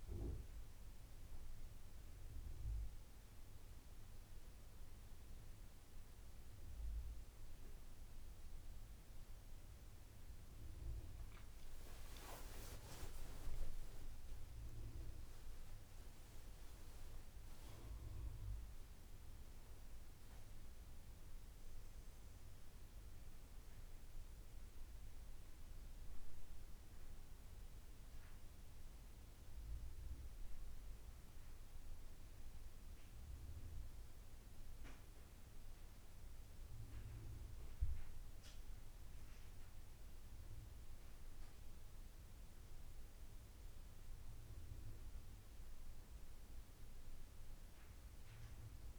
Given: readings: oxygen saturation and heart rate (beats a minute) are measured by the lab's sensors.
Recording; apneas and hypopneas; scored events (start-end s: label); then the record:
a person partly awake in a sleep study, hard to hear, by a room microphone; none
0.00-10.50 s: oxygen desaturation (device-marked, oxygen 87% lowest, heart rate 80 extreme)
21.50-48.99 s: new sleep stage, N1 (lightest sleep)
From the record:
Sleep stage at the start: awake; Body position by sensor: on the back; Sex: male